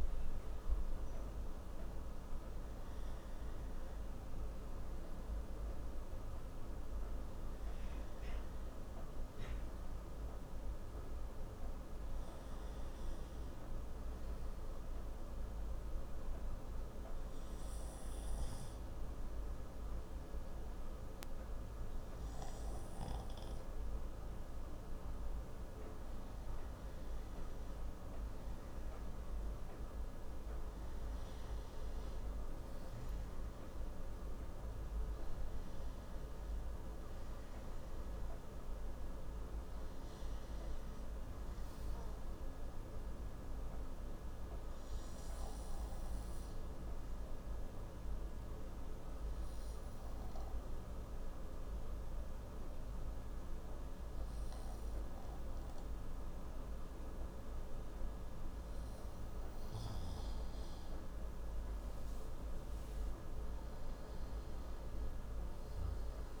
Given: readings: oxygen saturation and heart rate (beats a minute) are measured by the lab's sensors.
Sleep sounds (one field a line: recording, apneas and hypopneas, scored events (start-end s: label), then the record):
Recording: breathing in sleep, hard to hear, by a room microphone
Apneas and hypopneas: 2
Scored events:
14.00-28.00 s: obstructive apnea (oxygen 94% before, 91% lowest)
30.00-34.50 s: arousal
41.00-66.40 s: new sleep stage, N2 (light sleep)
43.00-58.50 s: obstructive apnea (oxygen 94% before, 91% lowest)
61.00-65.50 s: arousal
From the record:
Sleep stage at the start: N1 (lightest sleep)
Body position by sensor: on the left side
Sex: male